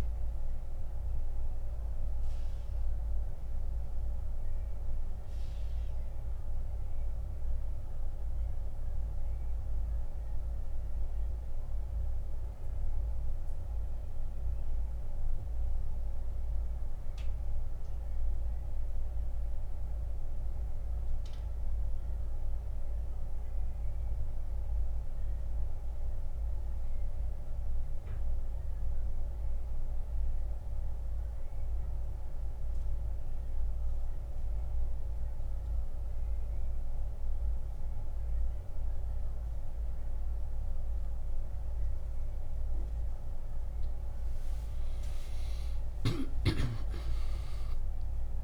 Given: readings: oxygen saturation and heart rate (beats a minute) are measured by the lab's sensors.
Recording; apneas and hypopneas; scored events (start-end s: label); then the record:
breathing in sleep, hard to hear, by a room microphone; 1
0.00-28.50 s: oxygen desaturation (device-marked, oxygen 86% lowest, heart rate 67 extreme)
4.00-41.50 s: mixed apnea (oxygen 98% before, 85% lowest, heart rate 85 before, 67 extreme, up 32 after)
45.00-48.44 s: arousal
From the record:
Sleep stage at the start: N2 (light sleep); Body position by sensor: on the back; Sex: male